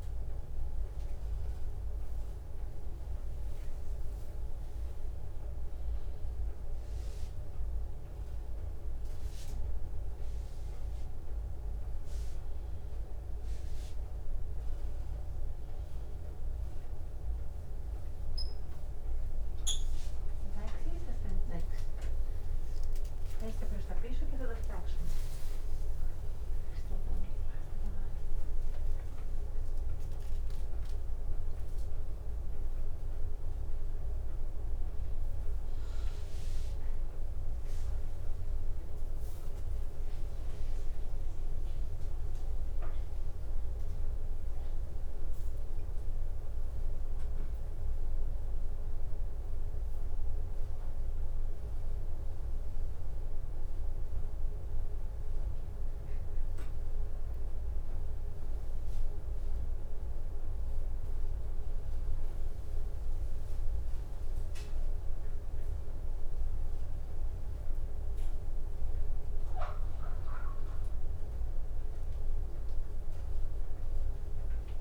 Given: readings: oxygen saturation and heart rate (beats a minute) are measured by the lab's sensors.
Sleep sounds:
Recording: a person awake in a sleep study, hard to hear, by a room microphone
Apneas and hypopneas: none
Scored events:
none scored
From the record:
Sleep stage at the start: awake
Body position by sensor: upright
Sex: female

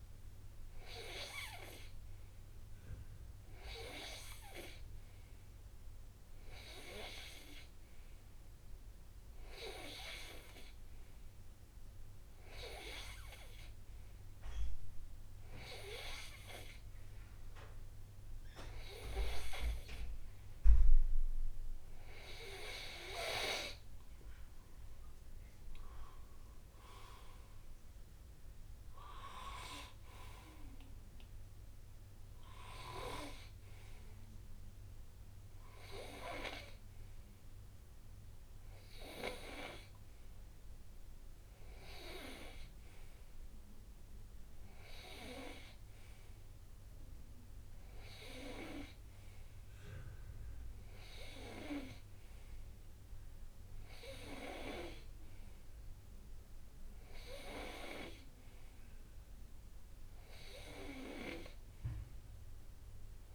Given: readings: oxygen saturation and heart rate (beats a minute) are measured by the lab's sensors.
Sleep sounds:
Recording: breathing in sleep by a room microphone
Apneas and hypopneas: none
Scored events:
none scored
From the record:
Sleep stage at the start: N2 (light sleep)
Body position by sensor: on the right side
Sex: male

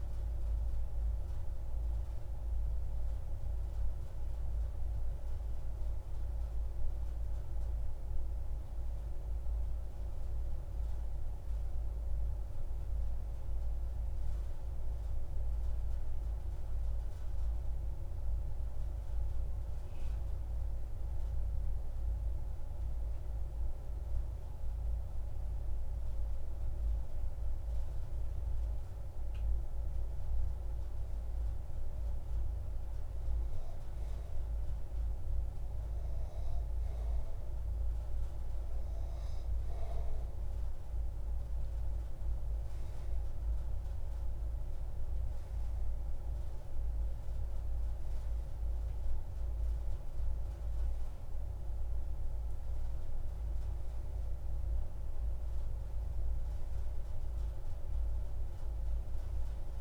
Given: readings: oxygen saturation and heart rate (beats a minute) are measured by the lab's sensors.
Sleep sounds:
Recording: breathing in sleep, hard to hear, by a room microphone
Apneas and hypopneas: none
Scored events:
50.00-59.81 s: new sleep stage, awake
From the record:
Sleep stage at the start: N2 (light sleep)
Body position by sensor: on the back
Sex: male

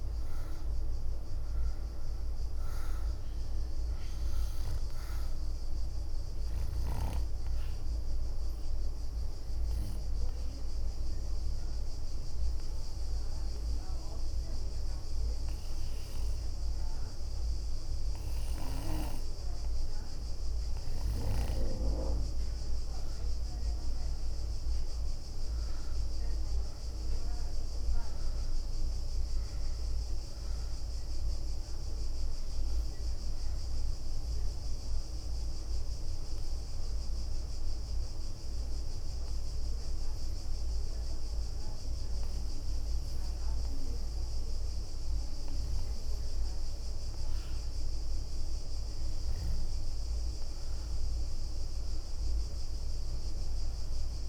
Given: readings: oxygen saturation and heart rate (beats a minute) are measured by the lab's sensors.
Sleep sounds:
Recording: breathing in sleep, hard to hear, by a room microphone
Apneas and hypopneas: 2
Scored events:
0.00-2.00 s: leg movement (device-marked)
0.00-2.50 s: arousal
2.50-16.50 s: oxygen desaturation (device-marked, oxygen 93% before, 90% lowest, heart rate 68 before, 61 extreme)
8.50-18.50 s: obstructive apnea (oxygen 95% before, 90% lowest, heart rate 69 before, 61 extreme, up 7 after)
9.50-11.50 s: leg movement (device-marked)
22.00-26.50 s: arousal
30.50-42.50 s: oxygen desaturation (device-marked, oxygen 96% before, 91% lowest, heart rate 70 before, 61 extreme)
32.00-43.00 s: obstructive apnea (oxygen 96% before, 91% lowest, heart rate 70 before, 61 extreme, up 8 after)
47.50-52.00 s: arousal
From the record:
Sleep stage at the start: N2 (light sleep)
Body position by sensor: on the back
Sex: female

